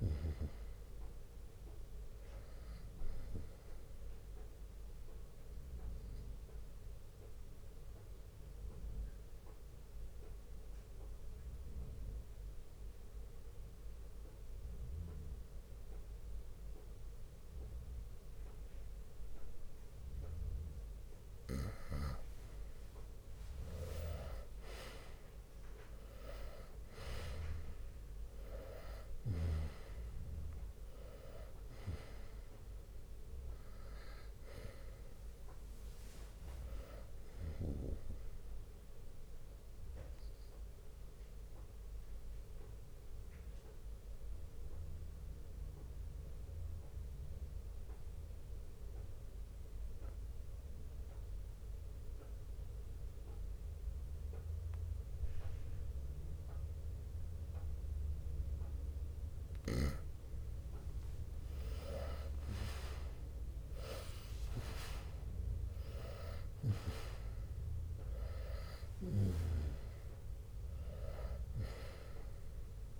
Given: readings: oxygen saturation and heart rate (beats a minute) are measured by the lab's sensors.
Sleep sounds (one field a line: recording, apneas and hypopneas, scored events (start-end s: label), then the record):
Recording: breathing in sleep by a room microphone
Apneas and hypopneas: 2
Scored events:
0.00-1.00 s: drop in pulse transit time (device-marked, heart rate 63 extreme)
0.00-17.00 s: oxygen desaturation (device-marked, oxygen 91% lowest, heart rate 57 extreme)
5.00-21.50 s: obstructive apnea (oxygen 98% before, 91% lowest, heart rate 68 before, 57 extreme, up 11 after)
7.00-19.00 s: bradycardia (device-marked, heart rate 66 before, 57 extreme)
24.00-28.00 s: arousal
24.00-36.00 s: drop in pulse transit time (device-marked, heart rate 60 before, 62 extreme)
39.50-58.50 s: obstructive apnea (oxygen 98% before, 91% lowest, heart rate 66 before, 58 extreme, up 19 after)
41.00-52.00 s: oxygen desaturation (device-marked, oxygen 96% before, 93% lowest, heart rate 66 before, 58 extreme)
44.00-58.00 s: bradycardia (device-marked, heart rate 66 before, 58 extreme)
61.50-67.00 s: arousal
63.00-72.99 s: drop in pulse transit time (device-marked, heart rate 60 before, 66 extreme)
63.00-72.99 s: oxygen desaturation (device-marked, oxygen 98% before, 91% lowest, heart rate 60 before, 56 extreme)
64.00-66.00 s: long interval between heartbeats (device-marked, heart rate 60 before, 72 extreme)
From the record:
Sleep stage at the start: N2 (light sleep)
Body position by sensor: on the right side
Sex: male